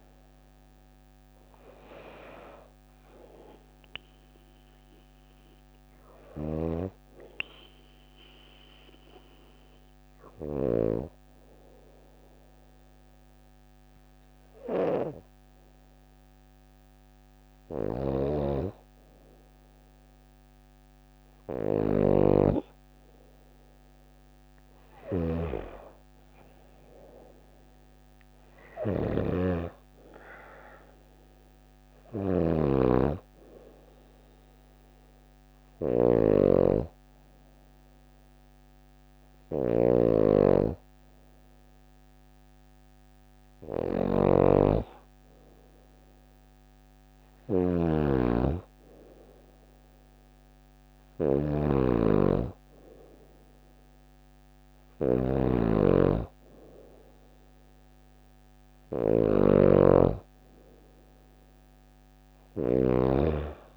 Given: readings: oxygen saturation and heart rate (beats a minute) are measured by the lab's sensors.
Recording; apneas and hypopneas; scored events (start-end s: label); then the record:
breathing in sleep by a microphone on the trachea; 1
5.00-10.00 s: snoring (device-marked)
6.50-17.50 s: hypopnea (oxygen 96% before, 93% lowest, heart rate 59 before, 53 extreme, up 3 after)
16.50-62.00 s: snoring (device-marked)
21.00-24.50 s: arousal
From the record:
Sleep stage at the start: N2 (light sleep); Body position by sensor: on the back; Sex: female